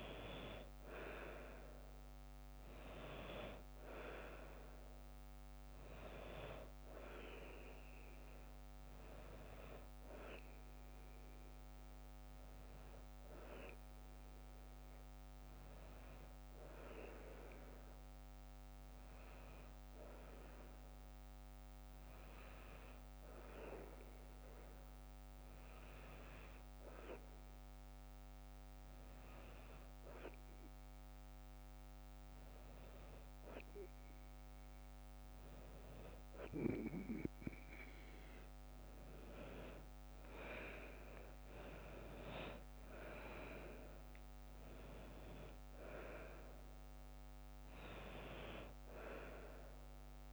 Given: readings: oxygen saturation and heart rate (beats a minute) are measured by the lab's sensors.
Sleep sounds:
breathing in sleep by a microphone on the trachea; 1
0.00-7.00 s: oxygen desaturation (device-marked, oxygen 93% lowest, heart rate 56 extreme)
12.50-16.00 s: arousal
18.50-34.50 s: hypopnea (oxygen 96% before, 94% lowest, heart rate 59 before, 54 extreme, up 4 after)
42.00-46.50 s: arousal
From the record:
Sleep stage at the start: N2 (light sleep); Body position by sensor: on the right side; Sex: female

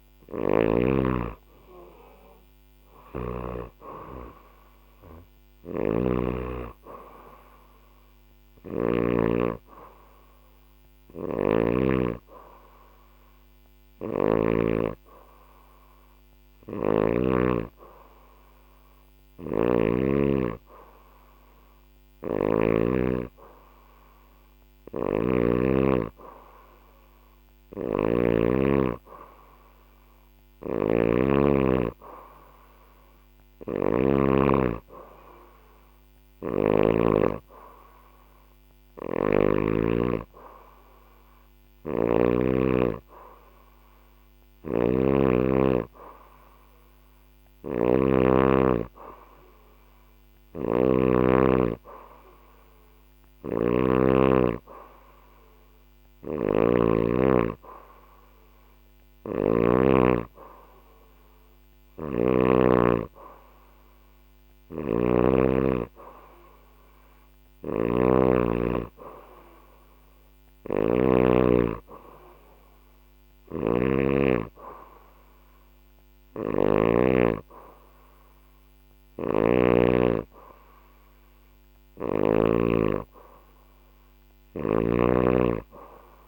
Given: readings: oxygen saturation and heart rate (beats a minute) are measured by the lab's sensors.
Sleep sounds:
breathing in sleep by a microphone on the trachea; none
2.00-8.50 s: snoring (device-marked)
10.50-14.00 s: snoring (device-marked)
18.50-22.00 s: snoring (device-marked)
24.00-33.50 s: snoring (device-marked)
35.50-39.00 s: snoring (device-marked)
43.50-47.50 s: snoring (device-marked)
49.50-59.00 s: snoring (device-marked)
61.00-70.50 s: snoring (device-marked)
72.50-82.00 s: snoring (device-marked)
From the record:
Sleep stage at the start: N2 (light sleep); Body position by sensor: on the back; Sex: female

